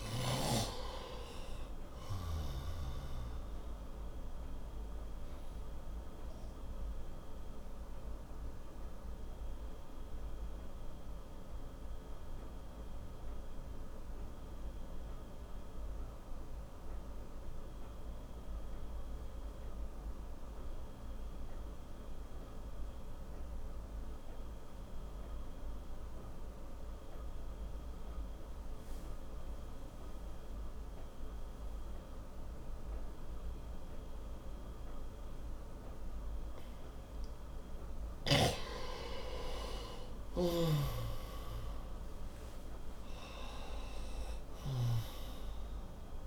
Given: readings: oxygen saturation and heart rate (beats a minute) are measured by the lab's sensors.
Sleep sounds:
breathing in sleep by a room microphone; 1
3.50-27.50 s: oxygen desaturation (device-marked, oxygen 97% before, 89% lowest, heart rate 63 before, 58 extreme)
4.00-36.00 s: obstructive apnea (oxygen 97% before, 88% lowest, heart rate 63 before, 58 extreme, up 14 after)
39.50-44.50 s: arousal
From the record:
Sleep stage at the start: N2 (light sleep); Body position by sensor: on the right side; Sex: male

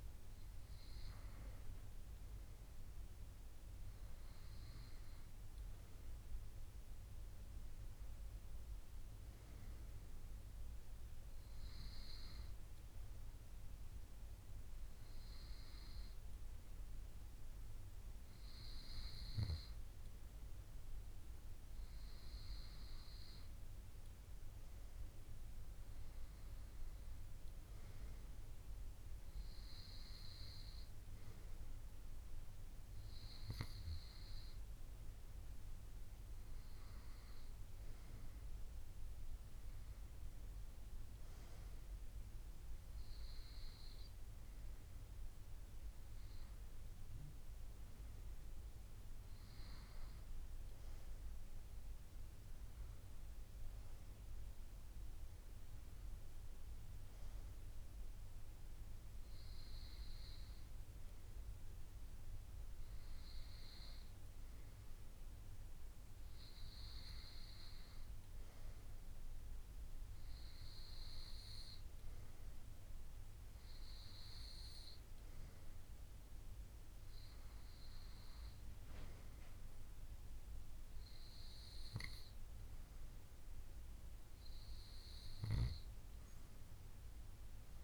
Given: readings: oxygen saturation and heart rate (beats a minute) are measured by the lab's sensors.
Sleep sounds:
breathing in sleep, hard to hear, by a room microphone; none
none scored
From the record:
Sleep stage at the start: N2 (light sleep); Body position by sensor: on the right side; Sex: female

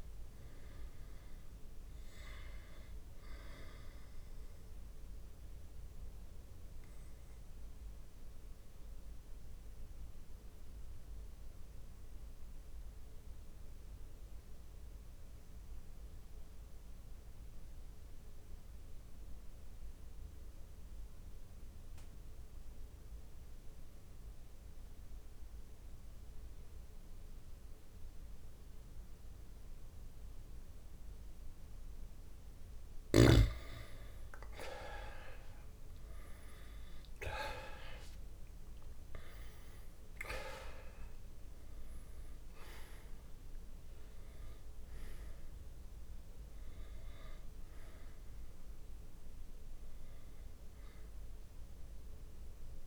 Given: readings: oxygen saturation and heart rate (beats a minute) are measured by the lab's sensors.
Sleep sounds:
breathing in sleep by a room microphone; 1
0.00-26.50 s: oxygen desaturation (device-marked, oxygen 93% lowest)
5.50-32.00 s: mixed apnea (oxygen 99% before, 91% lowest)
35.50-40.00 s: arousal
41.50-52.87 s: oxygen desaturation (device-marked, oxygen 98% before, 91% lowest)
From the record:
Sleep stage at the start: N2 (light sleep); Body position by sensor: on the back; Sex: male

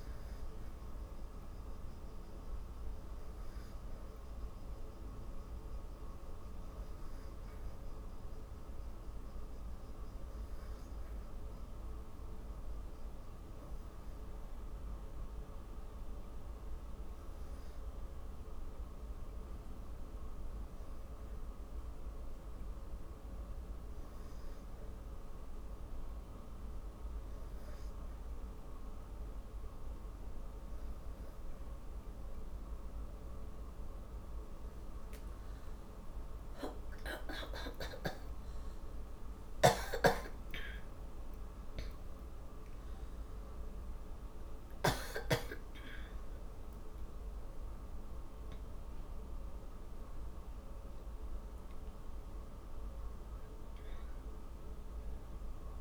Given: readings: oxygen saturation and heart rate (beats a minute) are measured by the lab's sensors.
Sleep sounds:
a person partly awake in a sleep study, by a room microphone; none
28.00-55.81 s: new sleep stage, awake
From the record:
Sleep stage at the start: N3 (deep sleep); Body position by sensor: on the back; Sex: female

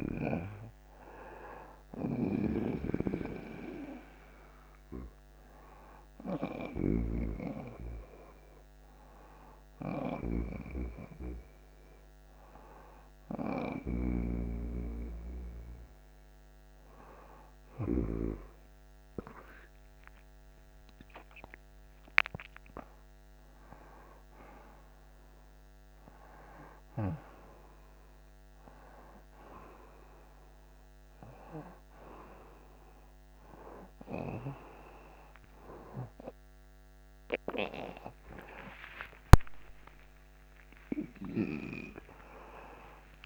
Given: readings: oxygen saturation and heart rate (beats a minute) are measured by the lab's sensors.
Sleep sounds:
a person awake in a sleep study, by a microphone on the trachea; none
0.00-7.00 s: snoring (device-marked)
13.50-18.00 s: snoring (device-marked)
From the record:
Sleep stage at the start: awake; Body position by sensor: on the right side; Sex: male

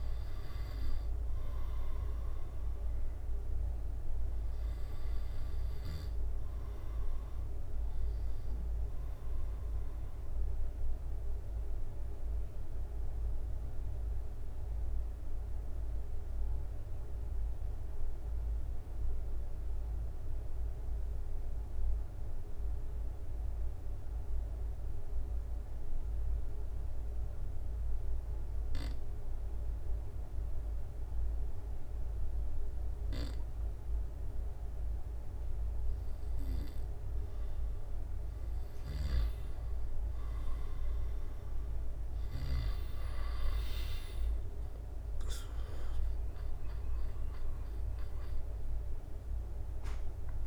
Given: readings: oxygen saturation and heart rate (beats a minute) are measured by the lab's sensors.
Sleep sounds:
breathing in sleep, hard to hear, by a room microphone; 1
4.00-7.50 s: arousal
10.50-36.50 s: obstructive apnea (oxygen 97% before, 93% lowest, heart rate 69 before, 67 extreme, up 3 after)
26.50-28.50 s: oxygen desaturation (device-marked, oxygen 97% before, 96% lowest, heart rate 68 before, 68 extreme)
40.50-50.47 s: drop in pulse transit time (device-marked, heart rate 69 before, 69 extreme)
45.00-49.00 s: arousal
From the record:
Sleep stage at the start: N2 (light sleep); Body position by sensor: on the back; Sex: male

